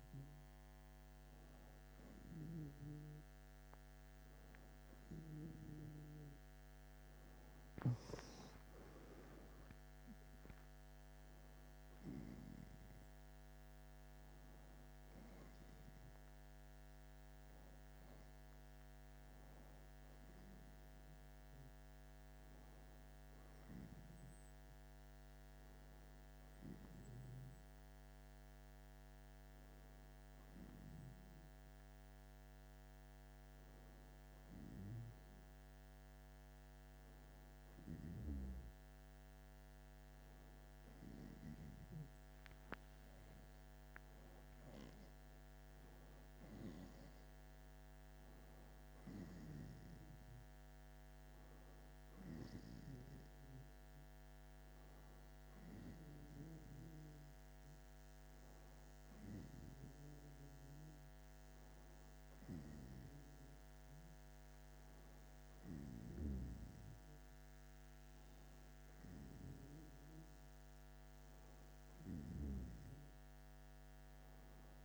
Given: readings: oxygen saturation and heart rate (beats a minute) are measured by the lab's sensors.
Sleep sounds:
breathing in sleep by a microphone on the trachea; none
3.50-9.00 s: arousal
42.00-46.50 s: arousal
52.00-70.00 s: oxygen desaturation (device-marked, oxygen 94% before, 90% lowest, heart rate 103 before, 57 extreme)
From the record:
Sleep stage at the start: N1 (lightest sleep); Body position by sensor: on the back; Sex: male

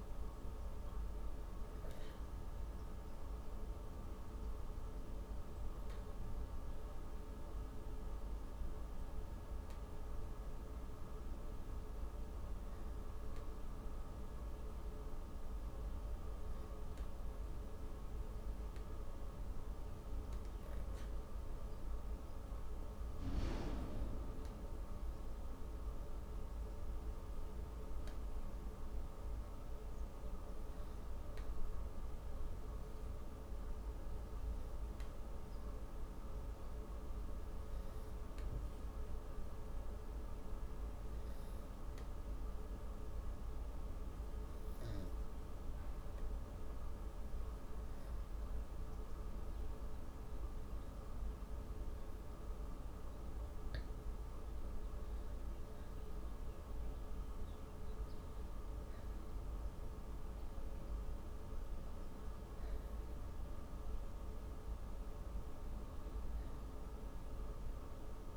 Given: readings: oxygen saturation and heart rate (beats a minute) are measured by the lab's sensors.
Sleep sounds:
breathing in sleep, hard to hear, by a room microphone; 1
7.00-46.50 s: hypopnea (oxygen 98% before, 93% lowest, heart rate 113 before, 98 extreme, up 36 after)
25.50-36.50 s: oxygen desaturation (device-marked, oxygen 97% before, 94% lowest, heart rate 106 before, 114 extreme)
44.50-53.50 s: oxygen desaturation (device-marked, oxygen 96% before, 93% lowest, heart rate 122 before, 115 extreme)
49.00-53.50 s: arousal
From the record:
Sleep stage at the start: N2 (light sleep); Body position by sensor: on the back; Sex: female

